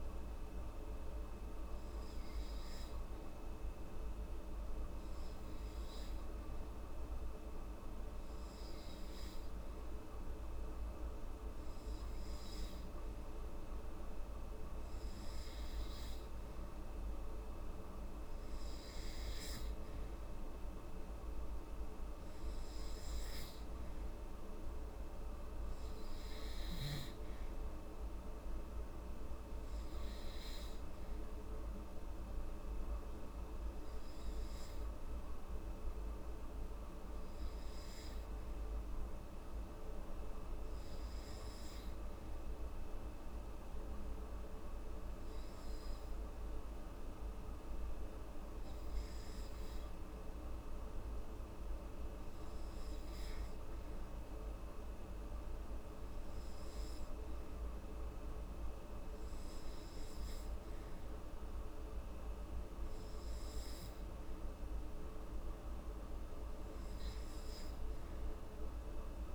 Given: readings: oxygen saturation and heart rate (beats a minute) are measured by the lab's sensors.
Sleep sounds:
breathing in sleep, hard to hear, by a room microphone; 2
0.50-13.50 s: hypopnea (oxygen 96% before, 94% lowest, heart rate 74 before, 71 extreme, up 3 after)
15.00-17.50 s: arousal
36.00-49.50 s: hypopnea (oxygen 96% before, 94% lowest, heart rate 74 before, 69 extreme, up 2 after)
50.00-53.50 s: arousal
From the record:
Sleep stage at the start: N2 (light sleep); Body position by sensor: on the back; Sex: female

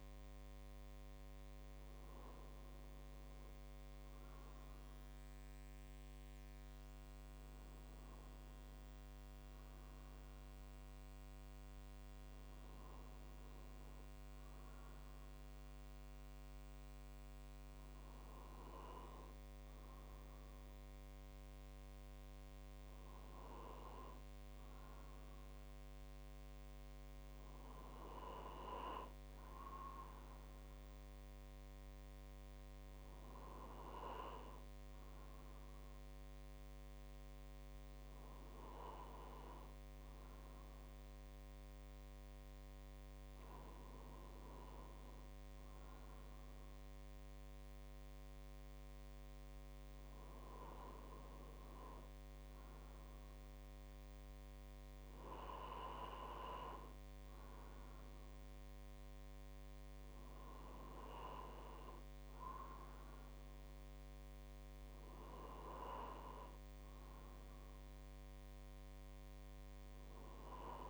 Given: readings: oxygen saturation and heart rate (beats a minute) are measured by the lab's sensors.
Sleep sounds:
breathing in sleep by a microphone on the trachea; none
58.50-70.90 s: drop in pulse transit time (device-marked, heart rate 51 before, 50 extreme)
From the record:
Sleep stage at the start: N2 (light sleep); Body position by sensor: on the right side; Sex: male

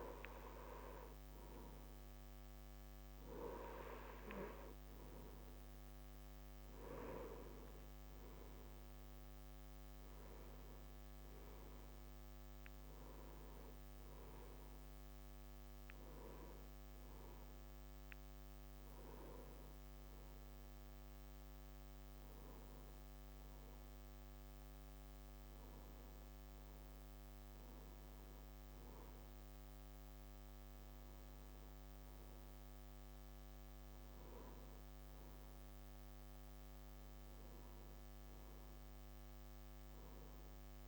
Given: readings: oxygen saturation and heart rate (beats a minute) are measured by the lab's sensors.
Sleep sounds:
breathing in sleep by a microphone on the trachea; none
none scored
From the record:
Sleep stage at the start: N2 (light sleep); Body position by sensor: on the right side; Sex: male

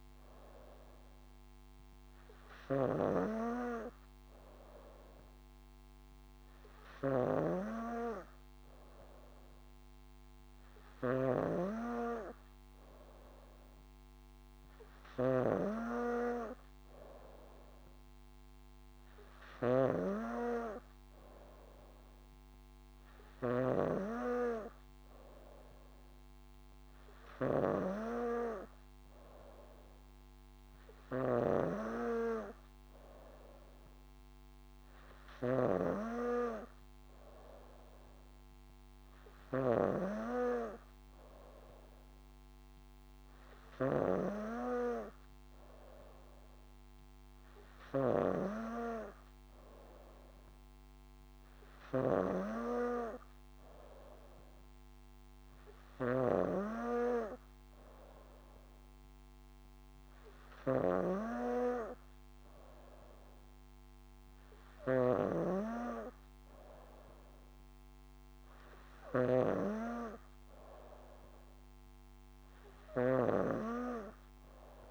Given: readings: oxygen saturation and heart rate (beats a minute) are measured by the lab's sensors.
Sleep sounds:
breathing in sleep by a microphone on the trachea; none
0.00-16.00 s: snoring (device-marked)
31.50-36.00 s: snoring (device-marked)
61.00-65.50 s: snoring (device-marked)
73.00-74.91 s: snoring (device-marked)
From the record:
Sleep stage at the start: N3 (deep sleep); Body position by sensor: on the back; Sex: female

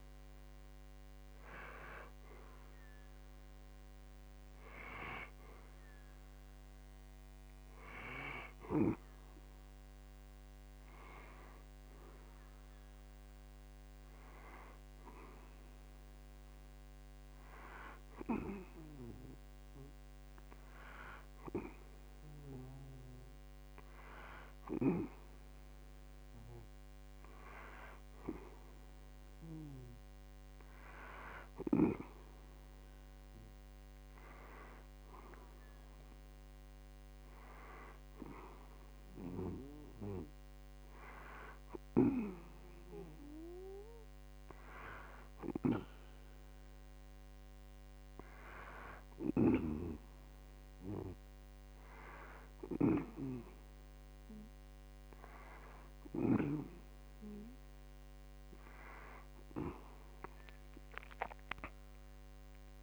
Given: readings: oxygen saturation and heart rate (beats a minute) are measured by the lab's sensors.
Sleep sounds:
breathing in sleep by a microphone on the trachea; none
11.50-62.83 s: new sleep stage, N2 (light sleep)
From the record:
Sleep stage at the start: N1 (lightest sleep); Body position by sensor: on the back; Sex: male

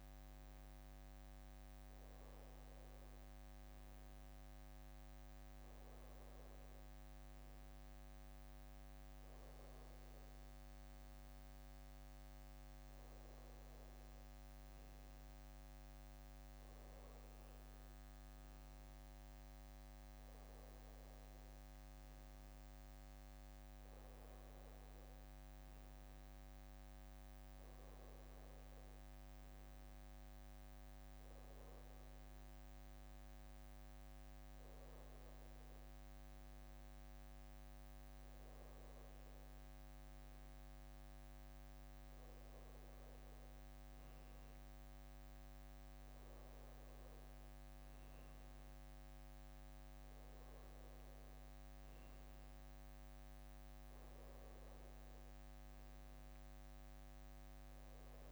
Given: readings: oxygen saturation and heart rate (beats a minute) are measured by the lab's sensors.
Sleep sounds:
breathing in sleep, hard to hear, by a microphone on the trachea; none
none scored
From the record:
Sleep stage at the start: N1 (lightest sleep); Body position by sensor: on the back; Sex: male

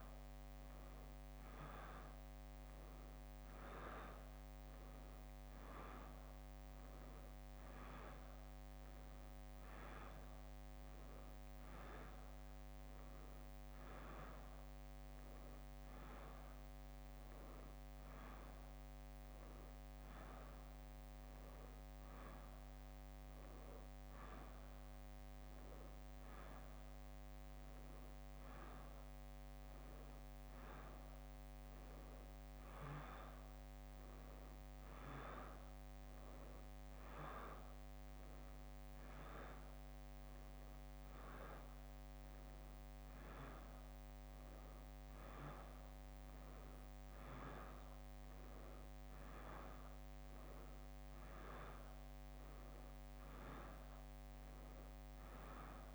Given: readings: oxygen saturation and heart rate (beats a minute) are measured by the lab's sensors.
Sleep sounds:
a person awake in a sleep study, by a microphone on the trachea; none
0.00-3.00 s: leg movement (device-marked)
5.00-12.00 s: leg movement (device-marked)
7.00-17.00 s: drop in pulse transit time (device-marked, heart rate 64 before, 65 extreme)
13.50-19.50 s: leg movement (device-marked)
32.50-36.50 s: leg movement (device-marked)
37.50-41.50 s: leg movement (device-marked)
43.00-48.00 s: leg movement (device-marked)
49.00-53.00 s: leg movement (device-marked)
53.50-55.95 s: leg movement (device-marked)
From the record:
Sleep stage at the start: awake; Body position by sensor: on the back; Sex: female

